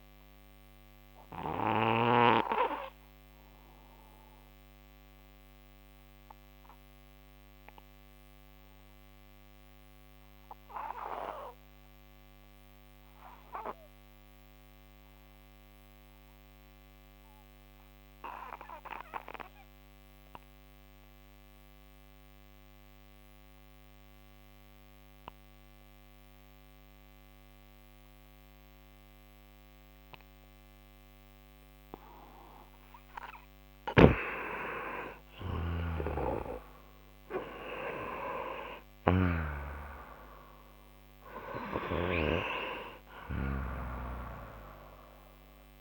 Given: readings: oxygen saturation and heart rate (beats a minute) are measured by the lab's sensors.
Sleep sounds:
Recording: breathing in sleep by a microphone on the trachea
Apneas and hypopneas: 1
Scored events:
0.00-9.50 s: oxygen desaturation (device-marked, oxygen 90% lowest)
2.50-33.00 s: obstructive apnea (oxygen 97% before, 90% lowest)
28.50-45.81 s: oxygen desaturation (device-marked, oxygen 98% before, 90% lowest)
34.00-42.50 s: snoring (device-marked)
34.50-38.50 s: arousal
From the record:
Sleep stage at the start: N2 (light sleep)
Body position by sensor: on the right side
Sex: male

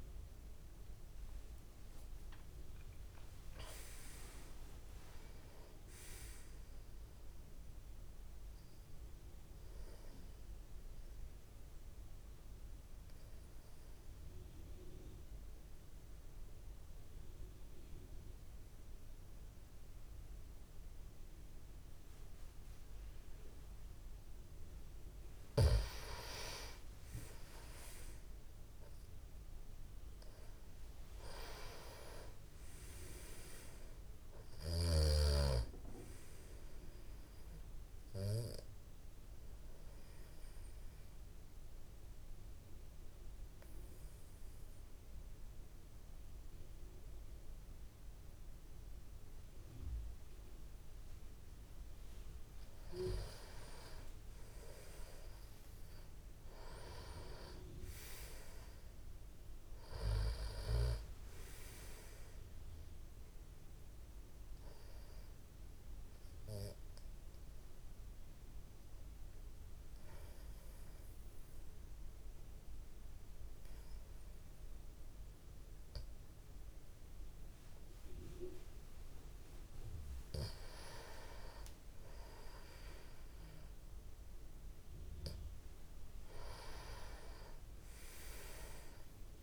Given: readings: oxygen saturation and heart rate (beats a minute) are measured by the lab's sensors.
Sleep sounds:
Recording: breathing in sleep by a room microphone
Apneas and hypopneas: 3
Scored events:
0.00-20.00 s: oxygen desaturation (device-marked, oxygen 91% lowest, heart rate 51 extreme)
1.00-5.00 s: arousal
10.50-24.00 s: obstructive apnea (oxygen 98% before, 91% lowest, heart rate 63 before, 51 extreme, up 49 after)
26.50-30.50 s: arousal
33.00-53.00 s: oxygen desaturation (device-marked, oxygen 98% before, 92% lowest, heart rate 66 before, 51 extreme)
39.50-52.50 s: obstructive apnea (oxygen 98% before, 92% lowest, heart rate 69 before, 51 extreme, up 30 after)
55.50-60.00 s: arousal
65.00-79.50 s: obstructive apnea (oxygen 97% before, 90% lowest, heart rate 62 before, 52 extreme, up 8 after)
67.00-79.00 s: oxygen desaturation (device-marked, oxygen 97% before, 93% lowest, heart rate 63 before, 52 extreme)
84.50-88.50 s: arousal
From the record:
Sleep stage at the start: N2 (light sleep)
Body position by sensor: on the back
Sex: male

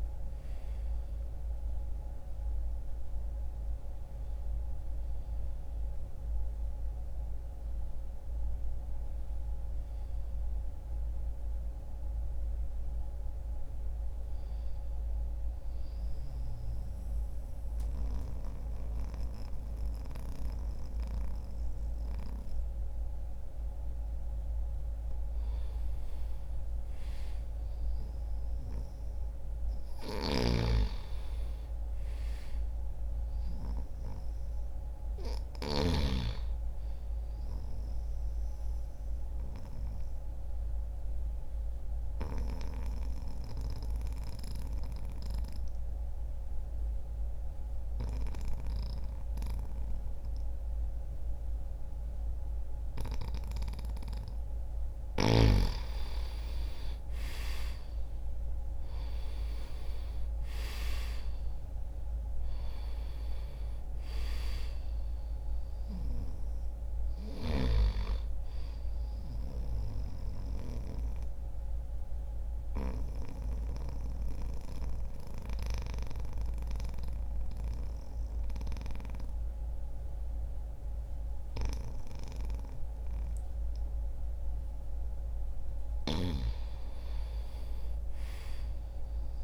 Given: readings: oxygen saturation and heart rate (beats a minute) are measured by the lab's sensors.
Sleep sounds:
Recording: breathing in sleep by a room microphone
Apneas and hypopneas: 3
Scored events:
14.00-24.50 s: mixed apnea (oxygen 98% before, 89% lowest, heart rate 80 before, 59 extreme, up 2 after)
27.50-31.50 s: arousal
27.50-53.50 s: oxygen desaturation (device-marked, oxygen 98% before, 92% lowest, heart rate 64 before, 59 extreme)
37.50-53.00 s: obstructive apnea (oxygen 98% before, 89% lowest, heart rate 62 before, 60 extreme, up 5 after)
55.00-59.00 s: arousal
60.50-84.50 s: oxygen desaturation (device-marked, oxygen 95% before, 89% lowest, heart rate 63 before, 61 extreme)
69.00-84.50 s: obstructive apnea (oxygen 95% before, 89% lowest, heart rate 64 before, 61 extreme, up 3 after)
85.50-89.44 s: arousal
From the record:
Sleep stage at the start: N2 (light sleep)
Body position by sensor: on the back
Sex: male

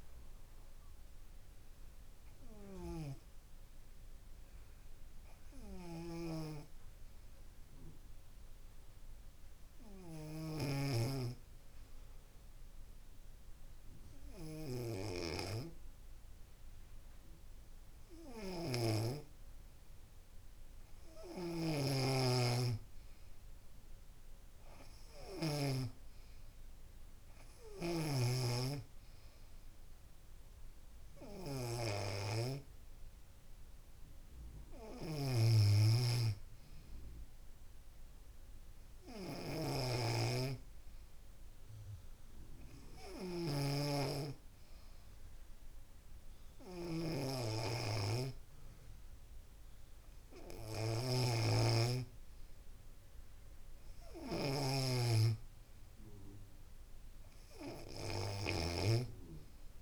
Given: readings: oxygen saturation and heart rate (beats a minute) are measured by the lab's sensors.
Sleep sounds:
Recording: breathing in sleep by a room microphone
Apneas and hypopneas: 2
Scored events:
0.00-1.50 s: arousal
3.00-20.00 s: hypopnea (oxygen 97% before, 93% lowest, heart rate 69 before, 66 extreme, up 4 after)
26.50-29.00 s: arousal
29.50-31.50 s: long interval between heartbeats (device-marked, heart rate 70 before, 78 extreme)
42.00-55.50 s: hypopnea (oxygen 98% before, 93% lowest, heart rate 74 before, 69 extreme, up 0 after)
47.00-57.00 s: oxygen desaturation (device-marked, oxygen 96% before, 93% lowest, heart rate 74 before, 69 extreme)
57.50-59.82 s: arousal
From the record:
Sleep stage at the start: N2 (light sleep)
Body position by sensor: on the back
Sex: female

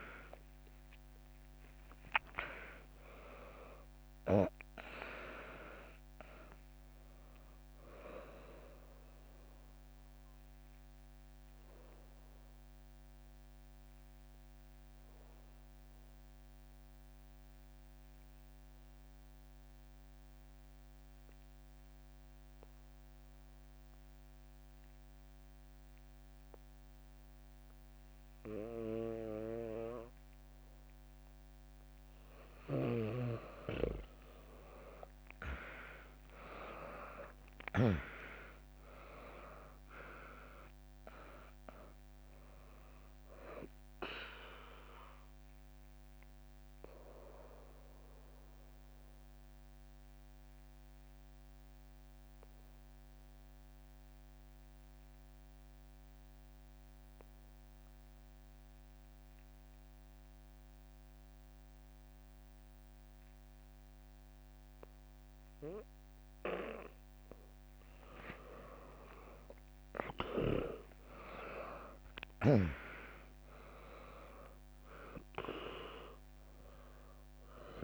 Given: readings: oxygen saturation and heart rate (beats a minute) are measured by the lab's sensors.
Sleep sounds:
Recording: breathing in sleep by a microphone on the trachea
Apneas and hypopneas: 2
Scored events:
0.00-2.50 s: arousal
0.50-12.50 s: drop in pulse transit time (device-marked, heart rate 67 before, 62 extreme)
2.50-29.50 s: oxygen desaturation (device-marked, oxygen 99% before, 94% lowest, heart rate 66 before, 62 extreme)
10.00-28.50 s: obstructive apnea (oxygen 99% before, 94% lowest, heart rate 65 before, 62 extreme, up 0 after)
33.00-37.50 s: arousal
35.50-47.50 s: drop in pulse transit time (device-marked, heart rate 65 before, 62 extreme)
38.50-45.50 s: oxygen desaturation (device-marked, oxygen 100% before, 97% lowest, heart rate 65 before, 59 extreme)
45.50-65.50 s: obstructive apnea (oxygen 100% before, 95% lowest, heart rate 65 before, 59 extreme)
68.00-72.00 s: arousal
69.50-77.84 s: drop in pulse transit time (device-marked, heart rate 70 before, 60 extreme)
From the record:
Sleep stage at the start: N2 (light sleep)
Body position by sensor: on the back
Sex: female

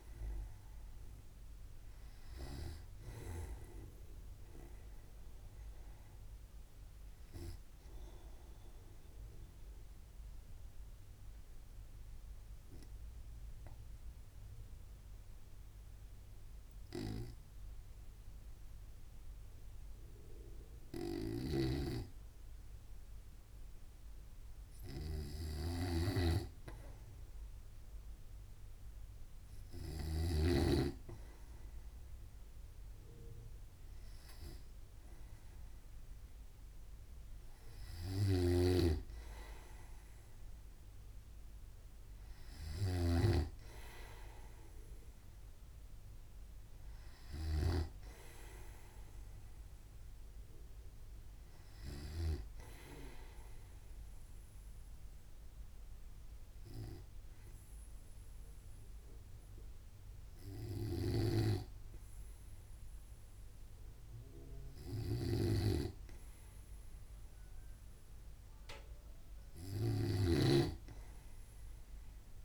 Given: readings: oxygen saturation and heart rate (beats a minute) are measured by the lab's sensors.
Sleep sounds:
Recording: breathing in sleep by a room microphone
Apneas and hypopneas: 2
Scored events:
10.00-22.50 s: obstructive apnea (oxygen 99% before, 94% lowest, heart rate 66 before, 62 extreme, up 1 after)
22.00-31.00 s: snoring (device-marked)
25.00-29.00 s: arousal
39.00-53.00 s: snoring (device-marked)
40.50-55.50 s: oxygen desaturation (device-marked, oxygen 98% before, 94% lowest, heart rate 64 before, 61 extreme)
54.50-67.00 s: hypopnea (oxygen 98% before, 95% lowest, heart rate 63 before, 63 extreme, up 2 after)
61.50-72.45 s: snoring (device-marked)
From the record:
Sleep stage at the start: N2 (light sleep)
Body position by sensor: on the right side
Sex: male

